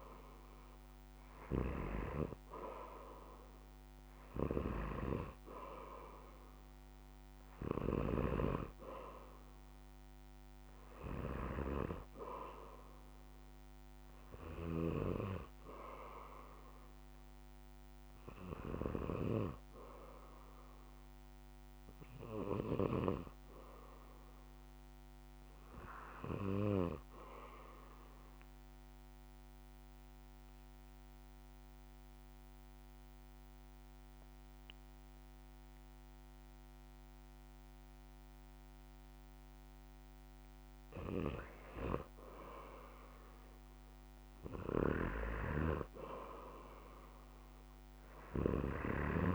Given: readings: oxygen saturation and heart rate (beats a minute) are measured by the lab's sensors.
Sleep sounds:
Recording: breathing in sleep by a microphone on the trachea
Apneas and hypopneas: 1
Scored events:
0.00-17.50 s: oxygen desaturation (device-marked, oxygen 91% lowest, heart rate 58 extreme)
27.50-41.00 s: obstructive apnea (oxygen 97% before, 92% lowest, heart rate 66 before, 54 extreme, up 7 after)
42.50-45.00 s: arousal
45.50-49.34 s: snoring (device-marked)
46.50-49.34 s: oxygen desaturation (device-marked, oxygen 97% before, 92% lowest, heart rate 62 before, 54 extreme)
From the record:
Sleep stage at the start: N2 (light sleep)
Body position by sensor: on the back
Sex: male

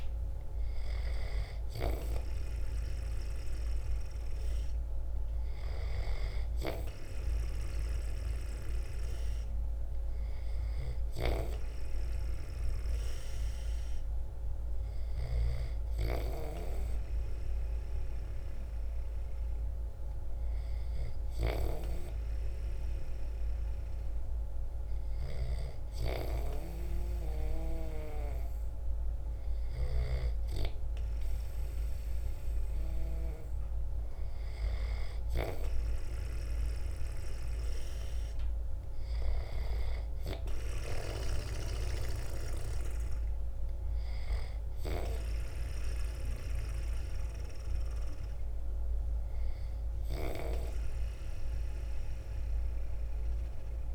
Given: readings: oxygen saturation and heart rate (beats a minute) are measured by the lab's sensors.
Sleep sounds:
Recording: breathing in sleep by a room microphone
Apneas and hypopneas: none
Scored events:
11.50-31.50 s: oxygen desaturation (device-marked, oxygen 94% before, 90% lowest, heart rate 56 before, 54 extreme)
21.00-29.50 s: snoring (device-marked)
40.50-44.50 s: snoring (device-marked)
40.50-52.50 s: drop in pulse transit time (device-marked, heart rate 56 before, 54 extreme)
From the record:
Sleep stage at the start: N2 (light sleep)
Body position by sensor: on the back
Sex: male

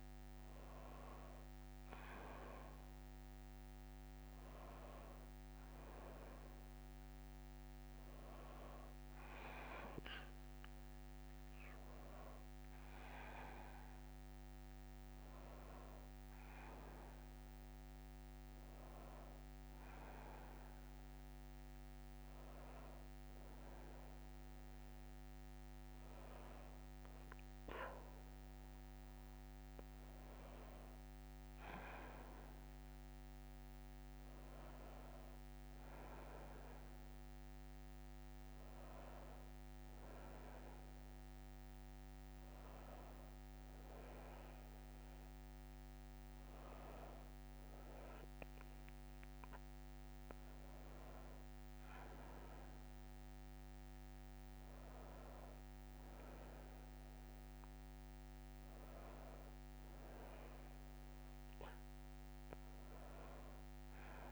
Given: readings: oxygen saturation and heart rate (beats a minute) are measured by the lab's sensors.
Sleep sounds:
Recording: breathing in sleep, hard to hear, by a microphone on the trachea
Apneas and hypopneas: none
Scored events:
56.00-64.32 s: new sleep stage, N2 (light sleep)
From the record:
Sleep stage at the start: N1 (lightest sleep)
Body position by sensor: on the back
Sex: female

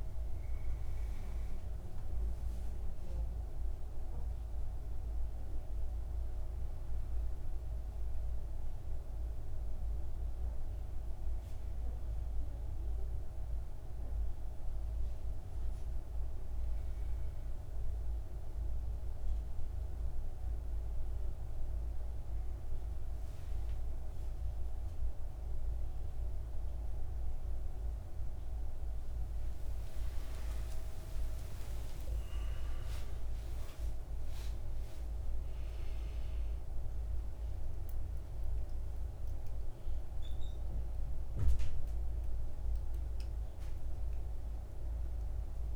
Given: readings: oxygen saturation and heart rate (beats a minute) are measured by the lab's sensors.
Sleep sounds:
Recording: a person awake in a sleep study, hard to hear, by a room microphone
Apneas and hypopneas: none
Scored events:
none scored
From the record:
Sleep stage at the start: awake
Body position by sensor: on the front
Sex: male

